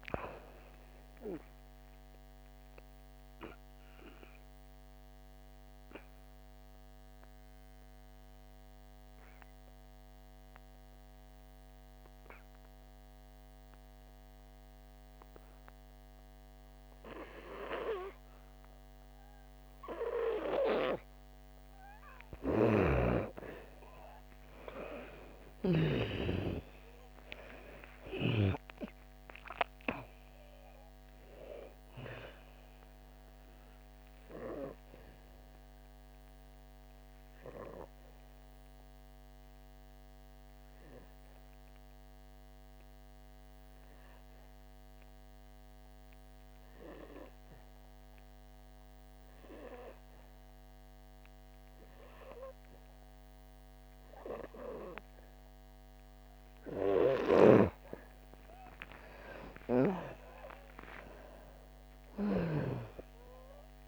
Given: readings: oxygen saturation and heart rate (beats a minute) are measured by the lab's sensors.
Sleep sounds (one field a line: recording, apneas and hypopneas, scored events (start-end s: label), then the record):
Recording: breathing in sleep by a microphone on the trachea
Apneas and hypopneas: 2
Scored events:
0.00-5.50 s: oxygen desaturation (device-marked, oxygen 92% lowest, heart rate 56 extreme)
2.50-22.50 s: mixed apnea (oxygen 97% before, 89% lowest, heart rate 66 before, 54 extreme, up 7 after)
12.50-23.50 s: oxygen desaturation (device-marked, oxygen 93% before, 89% lowest, heart rate 66 before, 54 extreme)
24.50-30.50 s: arousal
34.00-57.50 s: obstructive apnea (oxygen 97% before, 87% lowest, heart rate 61 before, 54 extreme, up 13 after)
41.50-56.50 s: oxygen desaturation (device-marked, oxygen 95% before, 89% lowest, heart rate 63 before, 55 extreme)
59.00-63.00 s: arousal
From the record:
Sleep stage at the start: N2 (light sleep)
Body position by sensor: on the back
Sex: female